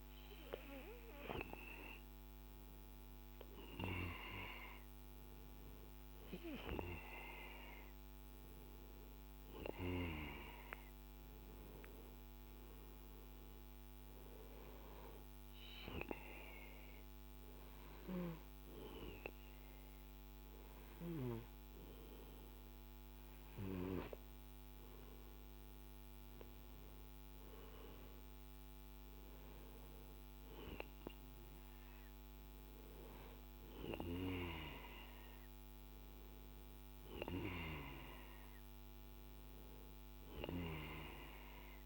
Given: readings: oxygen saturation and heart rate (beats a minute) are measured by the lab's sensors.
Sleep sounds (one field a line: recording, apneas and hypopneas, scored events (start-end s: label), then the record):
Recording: breathing in sleep by a microphone on the trachea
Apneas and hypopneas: none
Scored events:
none scored
From the record:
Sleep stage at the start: N2 (light sleep)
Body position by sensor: on the right side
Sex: male